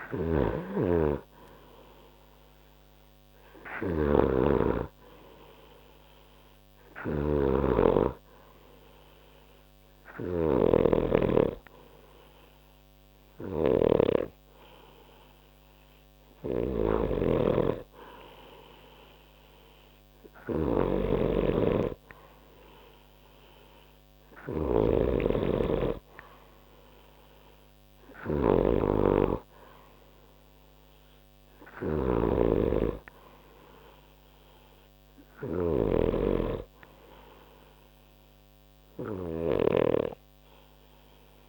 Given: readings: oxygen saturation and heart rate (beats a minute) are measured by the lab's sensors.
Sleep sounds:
breathing in sleep by a microphone on the trachea; none
0.00-41.49 s: snoring (device-marked)
From the record:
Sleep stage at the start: N2 (light sleep); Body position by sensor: on the right side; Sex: male

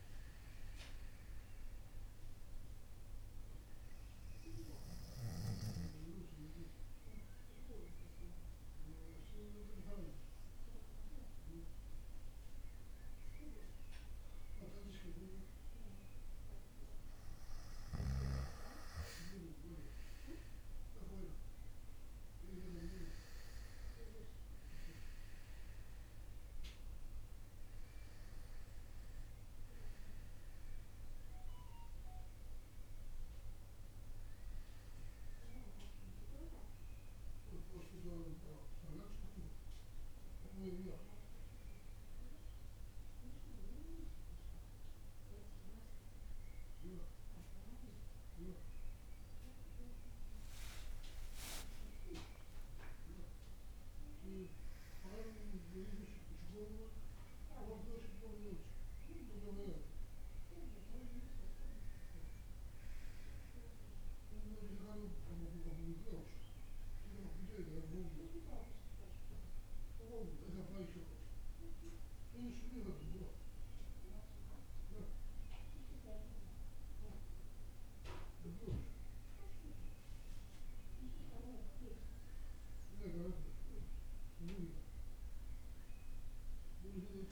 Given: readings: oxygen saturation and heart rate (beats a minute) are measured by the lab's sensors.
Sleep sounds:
breathing in sleep by a room microphone; 3
0.00-21.50 s: oxygen desaturation (device-marked, oxygen 92% lowest, heart rate 52 extreme)
2.50-15.50 s: obstructive apnea (oxygen 97% before, 92% lowest, heart rate 55 before, 52 extreme, up 8 after)
18.50-25.50 s: arousal
37.00-48.00 s: hypopnea (oxygen 97% before, 93% lowest, heart rate 60 before, 59 extreme, up 12 after)
49.50-54.50 s: arousal
69.00-81.50 s: hypopnea (oxygen 99% before, 96% lowest, heart rate 64 before, 58 extreme, up 4 after)
84.50-87.32 s: arousal
From the record:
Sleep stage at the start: REM sleep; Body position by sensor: on the back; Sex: male

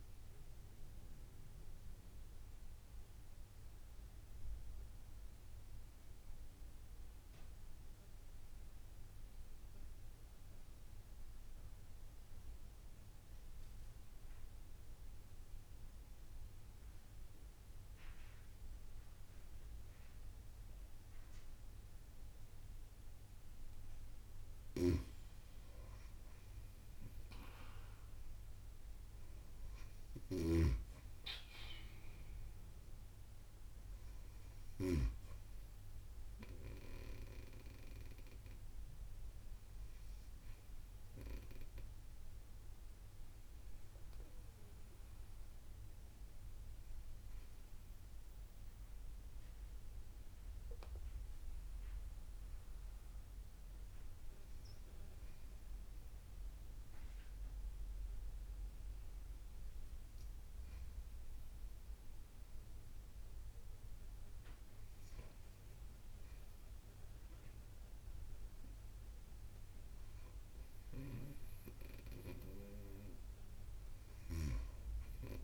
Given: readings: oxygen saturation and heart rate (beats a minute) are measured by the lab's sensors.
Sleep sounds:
breathing in sleep by a room microphone; 2
0.00-15.00 s: oxygen desaturation (device-marked, oxygen 91% lowest)
0.50-25.00 s: mixed apnea (oxygen 97% before, 91% lowest)
24.00-30.00 s: snoring (device-marked)
26.00-28.00 s: long interval between heartbeats (device-marked, heart rate 44 before, 29 extreme)
28.00-32.50 s: arousal
30.00-50.00 s: oxygen desaturation (device-marked, oxygen 97% before, 93% lowest)
33.00-35.00 s: long interval between heartbeats (device-marked)
40.50-64.00 s: hypopnea (oxygen 97% before, 93% lowest)
71.00-75.44 s: new sleep stage, awake
From the record:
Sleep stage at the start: N2 (light sleep); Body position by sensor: on the right side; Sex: female

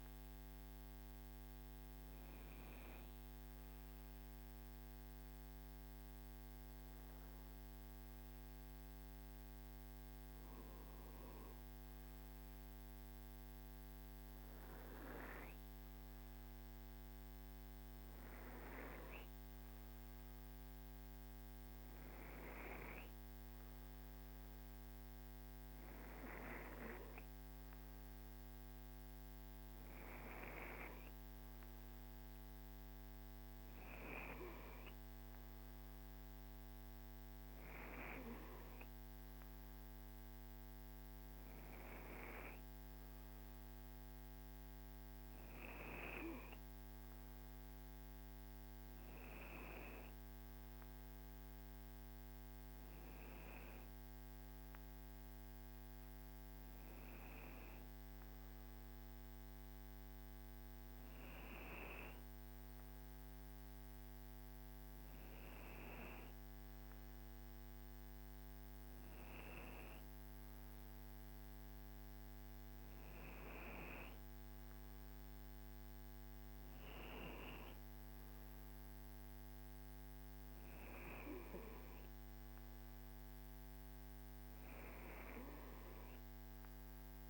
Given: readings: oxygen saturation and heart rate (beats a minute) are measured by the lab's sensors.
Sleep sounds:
breathing in sleep by a microphone on the trachea; none
none scored
From the record:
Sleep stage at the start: N2 (light sleep); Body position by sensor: on the right side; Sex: male

